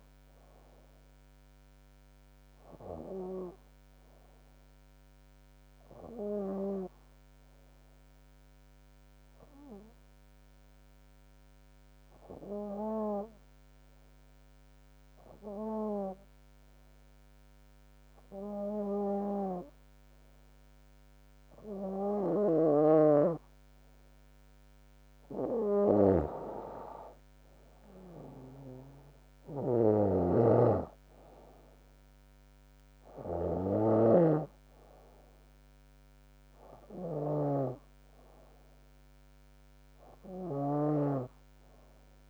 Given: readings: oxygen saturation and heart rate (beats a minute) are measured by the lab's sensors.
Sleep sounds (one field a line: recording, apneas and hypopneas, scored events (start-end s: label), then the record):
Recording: breathing in sleep by a microphone on the trachea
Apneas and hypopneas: 1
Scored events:
8.50-23.50 s: obstructive apnea (oxygen 98% before, 94% lowest, heart rate 76 before, 64 extreme, up 8 after)
25.50-29.00 s: arousal
From the record:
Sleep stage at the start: N2 (light sleep)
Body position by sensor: on the back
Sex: female